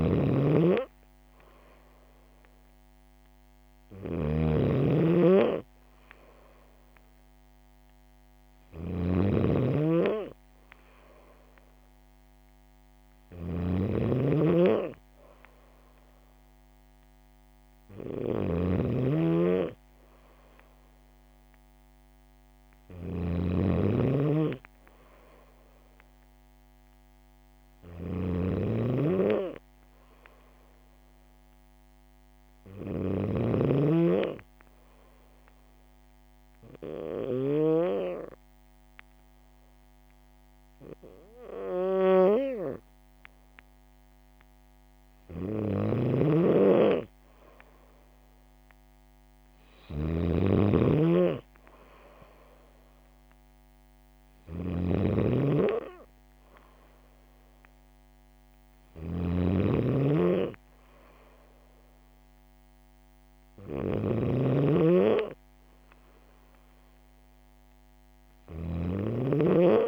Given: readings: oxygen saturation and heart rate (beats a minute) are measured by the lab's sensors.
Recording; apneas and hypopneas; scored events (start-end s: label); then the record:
breathing in sleep by a microphone on the trachea; 1
0.00-69.88 s: snoring (device-marked)
35.50-46.00 s: obstructive apnea (oxygen 97% before, 96% lowest, heart rate 67 before, 64 extreme, up 4 after)
48.50-52.00 s: arousal
From the record:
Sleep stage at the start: N2 (light sleep); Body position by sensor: on the back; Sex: female